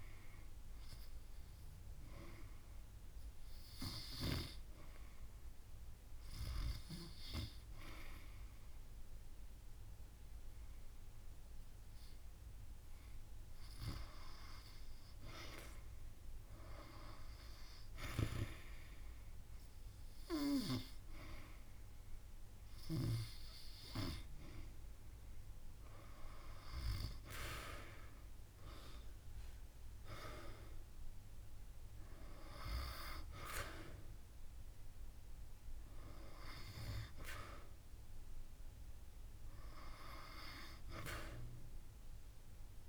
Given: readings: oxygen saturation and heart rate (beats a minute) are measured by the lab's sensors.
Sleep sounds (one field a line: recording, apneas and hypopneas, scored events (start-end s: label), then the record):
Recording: breathing in sleep by a room microphone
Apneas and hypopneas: none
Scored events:
0.00-1.00 s: long interval between heartbeats (device-marked)
0.00-2.50 s: arousal
5.50-31.50 s: oxygen desaturation (device-marked, oxygen 96% before, 86% lowest)
8.50-10.50 s: long interval between heartbeats (device-marked)
28.50-32.50 s: arousal
From the record:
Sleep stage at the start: N2 (light sleep)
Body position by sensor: on the back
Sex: female